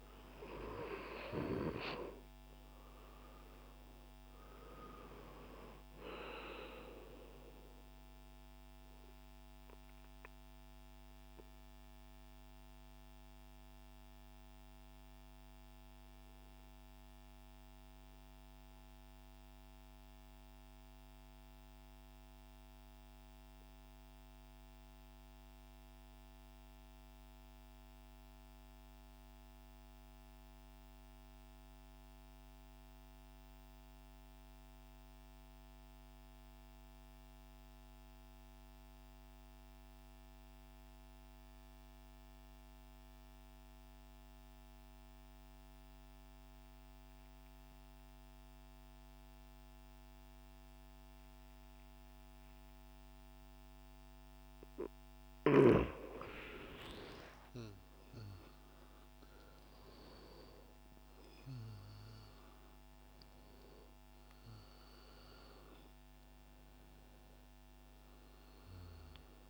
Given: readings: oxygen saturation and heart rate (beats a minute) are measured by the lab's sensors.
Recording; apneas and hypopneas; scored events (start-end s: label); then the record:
breathing in sleep by a microphone on the trachea; 1
0.00-21.50 s: oxygen desaturation (device-marked, oxygen 91% lowest, heart rate 87 extreme)
12.50-55.00 s: mixed apnea (oxygen 98% before, 88% lowest, heart rate 144 before, 87 extreme)
42.50-69.50 s: oxygen desaturation (device-marked, oxygen 97% before, 88% lowest, heart rate 122 before, 117 extreme)
56.00-61.50 s: arousal
From the record:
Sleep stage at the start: N2 (light sleep); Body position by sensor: on the right side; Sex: male